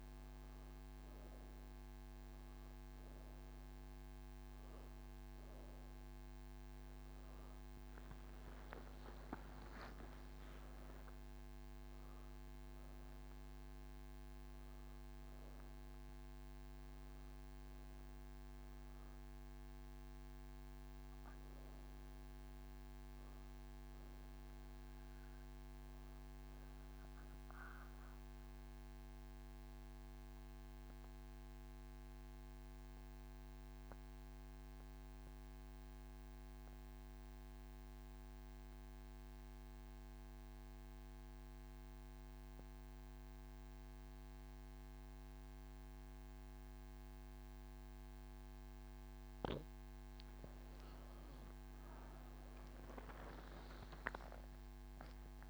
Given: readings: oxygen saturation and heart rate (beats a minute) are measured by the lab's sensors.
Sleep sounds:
breathing in sleep, hard to hear, by a microphone on the trachea; none
8.00-55.49 s: new sleep stage, N3 (deep sleep)
49.00-55.49 s: oxygen desaturation (device-marked, oxygen 97% before, 94% lowest, heart rate 70 before, 97 extreme)
From the record:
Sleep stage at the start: N2 (light sleep); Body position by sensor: on the right side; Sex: female

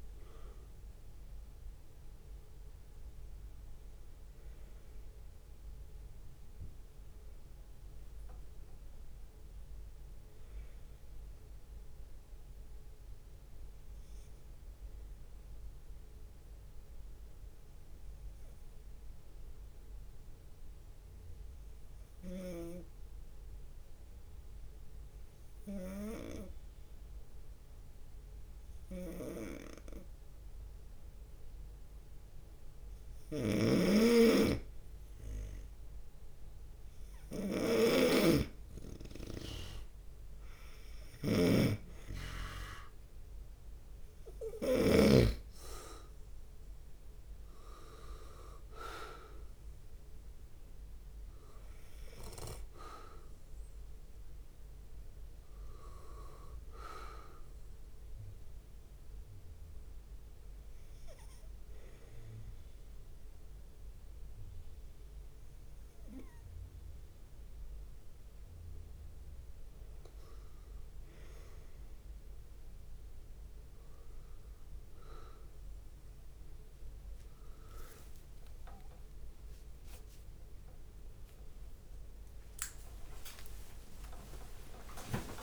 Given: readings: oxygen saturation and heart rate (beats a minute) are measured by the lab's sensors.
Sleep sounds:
breathing in sleep by a room microphone; 2
0.00-3.00 s: oxygen desaturation (device-marked, oxygen 93% lowest, heart rate 63 extreme)
2.50-6.50 s: arousal
8.00-9.50 s: leg movement (device-marked)
9.00-32.50 s: obstructive apnea (oxygen 98% before, 93% lowest, heart rate 66 before, 63 extreme, up 5 after)
29.00-45.50 s: snoring (device-marked)
33.00-72.00 s: oxygen desaturation (device-marked, oxygen 98% before, 93% lowest)
34.50-38.00 s: arousal
38.00-56.00 s: drop in pulse transit time (device-marked, heart rate 65 before, 67 extreme)
57.50-71.00 s: hypopnea (oxygen 98% before, 93% lowest)
64.00-65.50 s: leg movement (device-marked)
70.00-72.00 s: leg movement (device-marked)
73.00-85.43 s: drop in pulse transit time (device-marked, heart rate 67 before, 68 extreme)
75.00-80.50 s: leg movement (device-marked)
76.00-85.43 s: new sleep stage, awake
76.00-85.43 s: tachycardia (device-marked, heart rate 67 before, 146 extreme)
79.00-81.00 s: long interval between heartbeats (device-marked, heart rate 68 before, 107 extreme)
84.00-85.43 s: long interval between heartbeats (device-marked, heart rate 80 before, 146 extreme)
From the record:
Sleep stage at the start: N2 (light sleep); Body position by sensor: on the right side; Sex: male

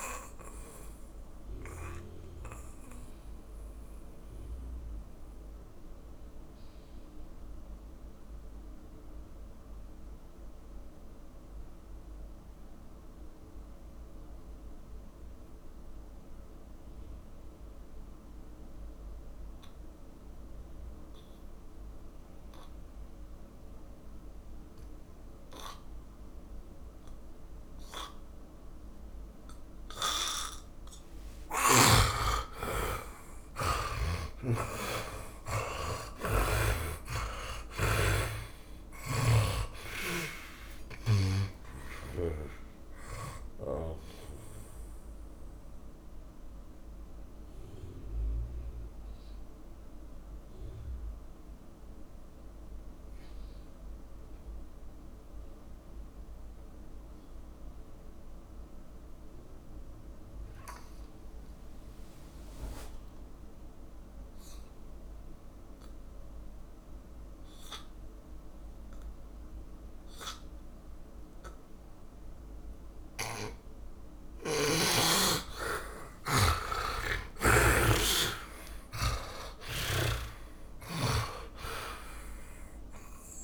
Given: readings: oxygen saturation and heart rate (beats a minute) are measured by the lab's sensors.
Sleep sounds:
breathing in sleep by a room microphone; 2
0.00-22.00 s: oxygen desaturation (device-marked, oxygen 78% lowest, heart rate 52 extreme)
0.50-29.00 s: mixed apnea (oxygen 100% before, 77% lowest, heart rate 56 before, 52 extreme, up 6 after)
30.00-66.00 s: oxygen desaturation (device-marked, oxygen 100% before, 77% lowest, heart rate 57 before, 50 extreme)
30.50-34.50 s: arousal
32.50-42.50 s: snoring (device-marked)
45.50-74.00 s: mixed apnea (oxygen 100% before, 77% lowest, heart rate 64 before, 50 extreme, up 36 after)
74.00-83.44 s: oxygen desaturation (device-marked, oxygen 100% before, 78% lowest, heart rate 56 before, 51 extreme)
75.50-80.50 s: arousal
From the record:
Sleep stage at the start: N2 (light sleep); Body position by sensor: on the back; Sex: male

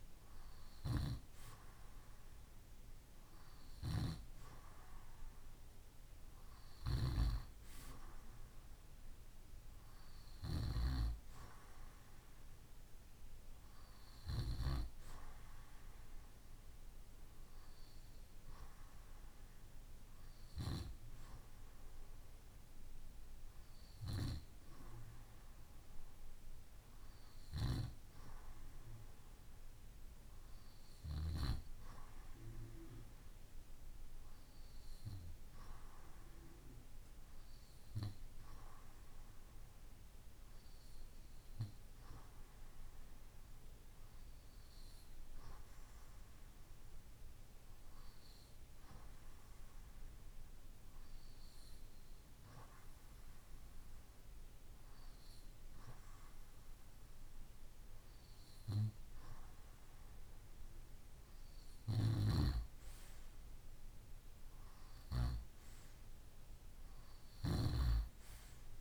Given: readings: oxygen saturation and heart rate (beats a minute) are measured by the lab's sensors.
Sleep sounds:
breathing in sleep by a room microphone; none
6.00-14.00 s: snoring (device-marked)
61.00-68.81 s: snoring (device-marked)
From the record:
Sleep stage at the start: REM sleep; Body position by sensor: on the right side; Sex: male

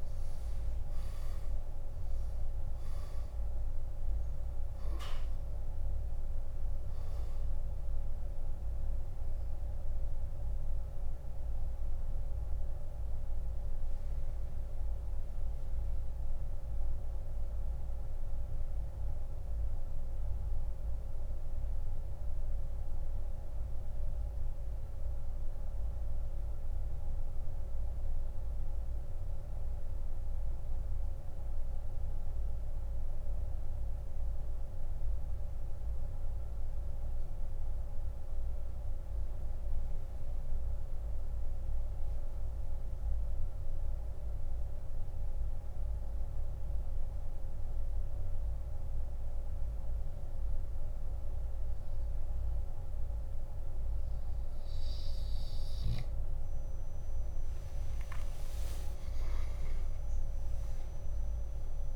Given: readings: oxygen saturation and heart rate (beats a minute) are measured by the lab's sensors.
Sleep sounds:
breathing in sleep, hard to hear, by a room microphone; 1
2.50-17.50 s: oxygen desaturation (device-marked, oxygen 98% before, 94% lowest, heart rate 49 before, 49 extreme)
13.00-55.50 s: mixed apnea (oxygen 98% before, 87% lowest, heart rate 61 before, 25 extreme, up 10 after)
36.50-48.50 s: oxygen desaturation (device-marked, oxygen 93% before, 87% lowest, heart rate 59 before, 58 extreme)
58.00-61.96 s: arousal
From the record:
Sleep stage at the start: N2 (light sleep); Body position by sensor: on the back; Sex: male

